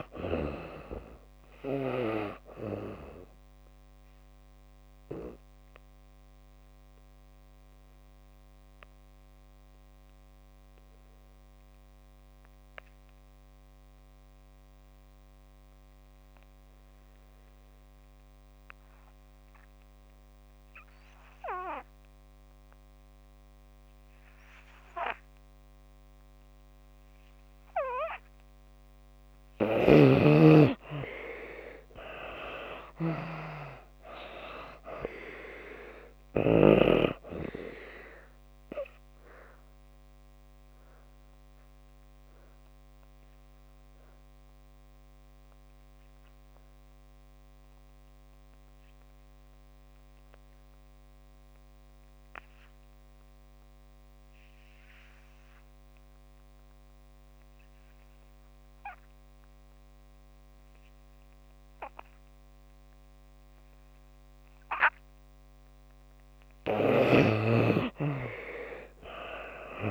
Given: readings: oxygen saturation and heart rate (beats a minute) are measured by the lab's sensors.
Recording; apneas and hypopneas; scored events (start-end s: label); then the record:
breathing in sleep by a microphone on the trachea; 2
0.00-23.50 s: oxygen desaturation (device-marked, oxygen 71% lowest)
4.50-28.00 s: obstructive apnea (oxygen 95% before, 69% lowest)
25.50-59.50 s: oxygen desaturation (device-marked, oxygen 95% before, 69% lowest)
31.50-35.50 s: arousal
39.50-65.50 s: obstructive apnea (oxygen 95% before, 69% lowest)
61.50-69.91 s: oxygen desaturation (device-marked, oxygen 95% before, 70% lowest)
67.00-69.91 s: snoring (device-marked)
67.50-69.91 s: arousal
From the record:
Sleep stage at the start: N2 (light sleep); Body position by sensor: on the back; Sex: female